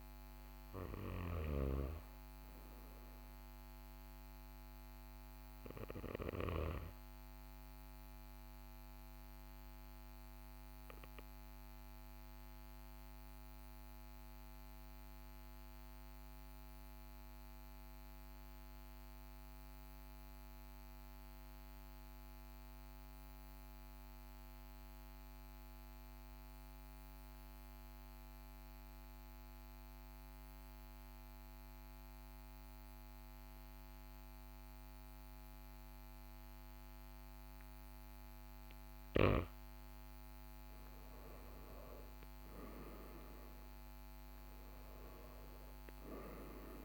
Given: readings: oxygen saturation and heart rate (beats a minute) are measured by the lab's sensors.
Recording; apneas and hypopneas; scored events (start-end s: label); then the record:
breathing in sleep by a microphone on the trachea; 1
0.00-14.50 s: oxygen desaturation (device-marked, oxygen 94% lowest, heart rate 39 extreme)
10.50-39.00 s: obstructive apnea (oxygen 98% before, 89% lowest, heart rate 41 before, 39 extreme, up 3 after)
39.50-46.85 s: oxygen desaturation (device-marked, oxygen 97% before, 89% lowest, heart rate 40 before, 39 extreme)
42.00-45.50 s: arousal
From the record:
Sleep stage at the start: N2 (light sleep); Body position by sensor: on the back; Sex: male